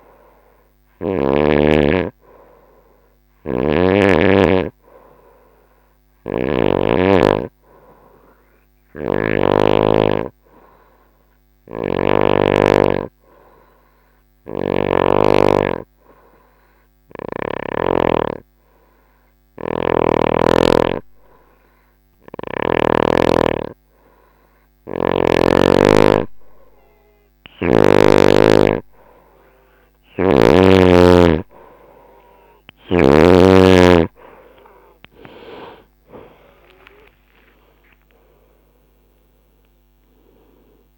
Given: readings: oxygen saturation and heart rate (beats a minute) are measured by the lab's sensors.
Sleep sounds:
breathing in sleep by a microphone on the trachea; 1
1.00-26.50 s: obstructive apnea (oxygen 96% before, 91% lowest, heart rate 69 before, 65 extreme, up 4 after)
8.50-14.50 s: snoring (device-marked)
19.00-22.50 s: snoring (device-marked)
26.00-40.98 s: oxygen desaturation (device-marked, oxygen 95% before, 91% lowest, heart rate 67 before, 69 extreme)
38.00-40.98 s: arousal
From the record:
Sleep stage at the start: N2 (light sleep); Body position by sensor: on the right side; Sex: female

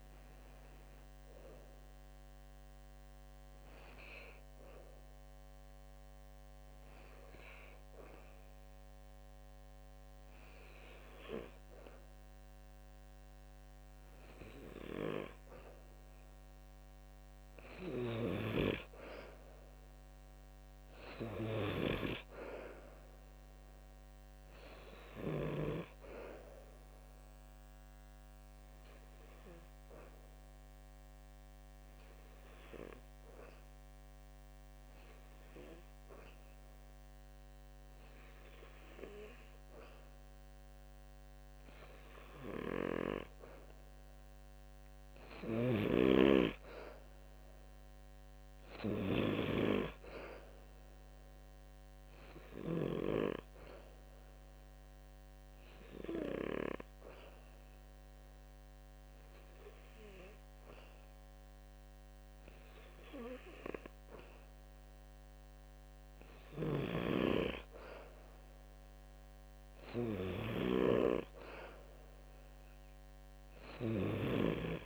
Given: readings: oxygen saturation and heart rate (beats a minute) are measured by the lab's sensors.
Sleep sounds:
breathing in sleep by a microphone on the trachea; 3
4.00-14.00 s: hypopnea (oxygen 93% before, 91% lowest, heart rate 74 before, 67 extreme, up 5 after)
17.50-21.00 s: arousal
17.50-25.00 s: snoring (device-marked)
27.00-44.00 s: oxygen desaturation (device-marked, oxygen 97% before, 92% lowest, heart rate 71 before, 71 extreme)
29.50-42.00 s: obstructive apnea (oxygen 98% before, 91% lowest, heart rate 71 before, 71 extreme, up 1 after)
45.00-52.50 s: snoring (device-marked)
45.50-49.00 s: arousal
52.50-66.00 s: hypopnea (oxygen 96% before, 91% lowest, heart rate 73 before, 68 extreme, up 2 after)
60.00-74.00 s: oxygen desaturation (device-marked, oxygen 94% before, 91% lowest, heart rate 72 before, 68 extreme)
66.00-74.00 s: snoring (device-marked)
From the record:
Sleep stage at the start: N2 (light sleep); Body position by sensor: on the back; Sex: male

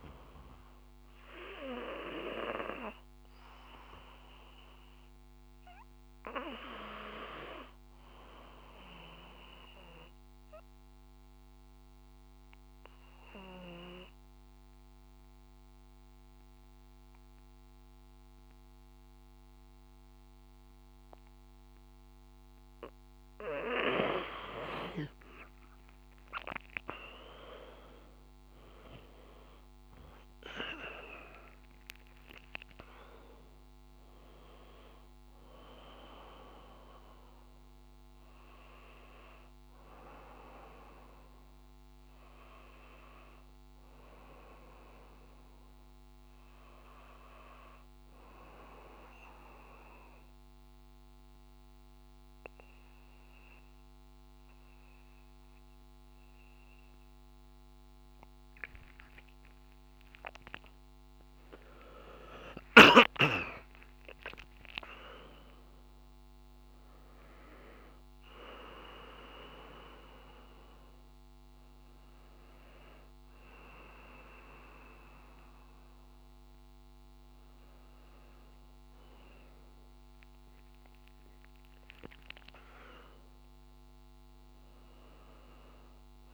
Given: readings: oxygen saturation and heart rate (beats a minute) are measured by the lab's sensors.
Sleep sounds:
breathing in sleep by a microphone on the trachea; 2
0.00-13.50 s: oxygen desaturation (device-marked, oxygen 93% lowest, heart rate 53 extreme)
9.50-21.50 s: obstructive apnea (oxygen 97% before, 91% lowest, heart rate 53 before, 54 extreme, up 5 after)
25.00-30.00 s: arousal
25.50-38.50 s: oxygen desaturation (device-marked, oxygen 96% before, 92% lowest, heart rate 54 before, 53 extreme)
36.50-66.50 s: new sleep stage, N1 (lightest sleep)
48.00-59.50 s: obstructive apnea (oxygen 96% before, 91% lowest, heart rate 58 before, 53 extreme, up 13 after)
66.50-86.34 s: new sleep stage, awake
From the record:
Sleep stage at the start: N2 (light sleep); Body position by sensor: on the back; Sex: male

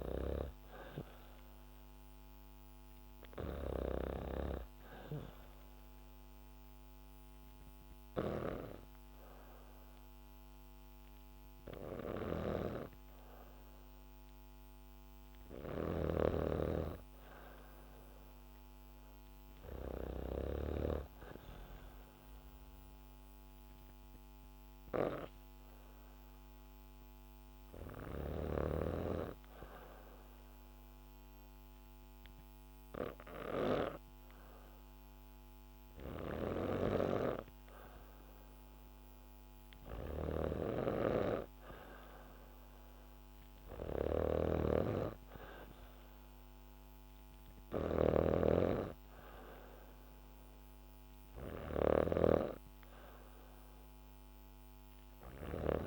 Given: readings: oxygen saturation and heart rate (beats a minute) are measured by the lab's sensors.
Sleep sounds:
breathing in sleep by a microphone on the trachea; 2
0.00-8.00 s: snoring (device-marked)
4.50-15.00 s: hypopnea (oxygen 100% before, 95% lowest, heart rate 69 before, 69 extreme, up 2 after)
15.00-20.00 s: snoring (device-marked)
16.50-21.00 s: arousal
28.00-40.00 s: hypopnea (oxygen 100% before, 95% lowest, heart rate 70 before, 70 extreme, up 2 after)
36.00-55.87 s: snoring (device-marked)
42.00-44.50 s: arousal
From the record:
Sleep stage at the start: N2 (light sleep); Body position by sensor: on the back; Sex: female

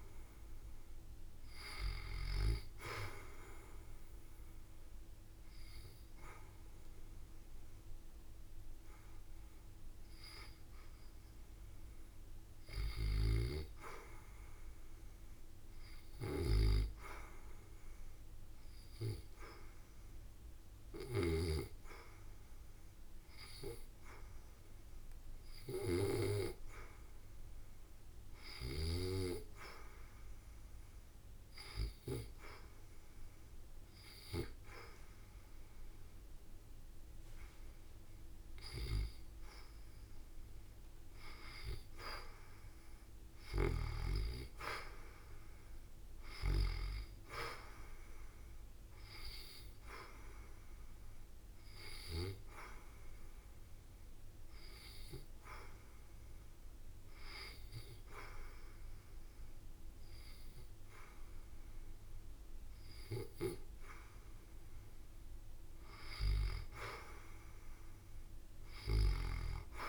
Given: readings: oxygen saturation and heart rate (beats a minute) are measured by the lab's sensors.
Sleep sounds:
breathing in sleep by a room microphone; 2
0.00-3.00 s: arousal
7.00-31.00 s: oxygen desaturation (device-marked, oxygen 94% before, 88% lowest, heart rate 70 before, 70 extreme)
20.00-38.00 s: hypopnea (oxygen 94% before, 79% lowest, heart rate 71 before, 74 extreme, up 3 after)
33.00-67.00 s: oxygen desaturation (device-marked, oxygen 91% before, 79% lowest, heart rate 73 before, 74 extreme)
33.50-36.00 s: leg movement (device-marked)
38.00-42.00 s: arousal
50.00-64.50 s: hypopnea (oxygen 91% before, 69% lowest, heart rate 76 before, 74 extreme, up 3 after)
68.50-69.89 s: arousal
From the record:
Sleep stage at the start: REM sleep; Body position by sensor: on the back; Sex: female

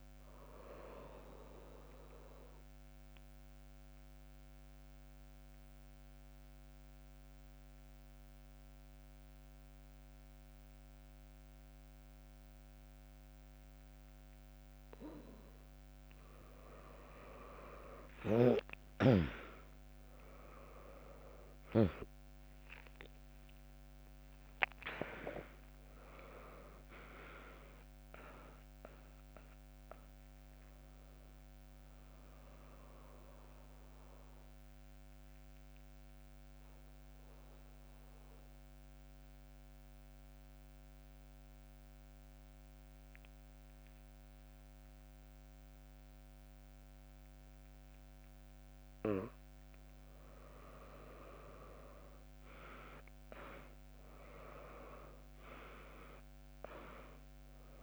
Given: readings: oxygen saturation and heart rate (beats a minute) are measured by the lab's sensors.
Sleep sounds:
breathing in sleep by a microphone on the trachea; 2
0.00-5.50 s: drop in pulse transit time (device-marked, heart rate 68 extreme)
0.00-11.50 s: oxygen desaturation (device-marked, oxygen 96% lowest, heart rate 59 extreme)
2.00-16.00 s: obstructive apnea (oxygen 99% before, 96% lowest, heart rate 71 before, 59 extreme)
18.00-23.50 s: arousal
21.50-33.50 s: drop in pulse transit time (device-marked, heart rate 73 before, 62 extreme)
34.00-50.50 s: obstructive apnea (oxygen 99% before, 96% lowest, heart rate 71 before, 56 extreme)
49.50-53.50 s: bradycardia (device-marked, heart rate 75 before, 58 extreme)
52.00-56.00 s: arousal
54.50-57.82 s: drop in pulse transit time (device-marked, heart rate 73 before, 58 extreme)
55.50-57.82 s: oxygen desaturation (device-marked, oxygen 100% before, 96% lowest, heart rate 72 before, 61 extreme)
From the record:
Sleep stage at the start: N2 (light sleep); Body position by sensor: on the back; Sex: female

